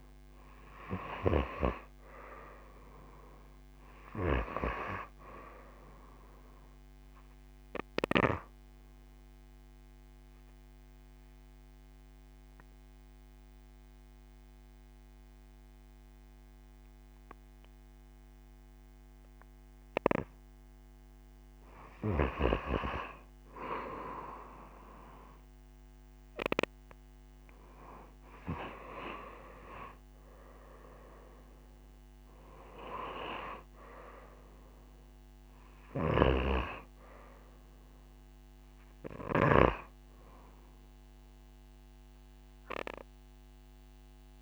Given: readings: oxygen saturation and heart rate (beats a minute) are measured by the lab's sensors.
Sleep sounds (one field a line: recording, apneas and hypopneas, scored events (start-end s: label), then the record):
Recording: breathing in sleep by a microphone on the trachea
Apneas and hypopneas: 1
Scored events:
6.00-14.00 s: oxygen desaturation (device-marked, oxygen 97% before, 93% lowest)
8.00-19.50 s: obstructive apnea (oxygen 98% before, 91% lowest)
22.50-26.50 s: arousal
28.00-40.00 s: oxygen desaturation (device-marked, oxygen 96% before, 91% lowest)
35.50-39.50 s: snoring (device-marked)
From the record:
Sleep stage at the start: N2 (light sleep)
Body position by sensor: on the right side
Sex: female